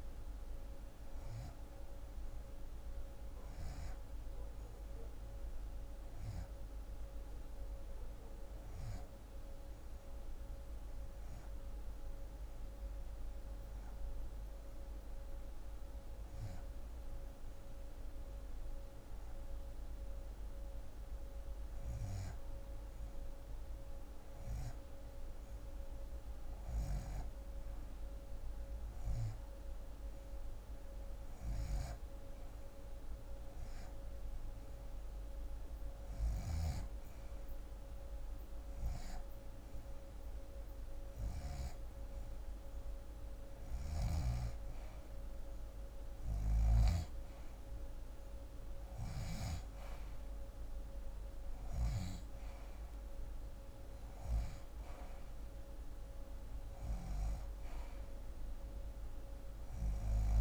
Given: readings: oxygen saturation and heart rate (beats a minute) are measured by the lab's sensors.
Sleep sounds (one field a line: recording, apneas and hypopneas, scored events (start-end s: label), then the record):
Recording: breathing in sleep, hard to hear, by a room microphone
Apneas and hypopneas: 1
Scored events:
0.00-1.00 s: arousal
6.50-22.50 s: hypopnea (oxygen 88% before, 82% lowest, heart rate 116 before, 96 extreme, up 29 after)
24.50-28.00 s: arousal
33.50-46.50 s: oxygen desaturation (device-marked, oxygen 85% before, 82% lowest, heart rate 121 before, 106 extreme)
From the record:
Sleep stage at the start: REM sleep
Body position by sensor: on the left side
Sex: female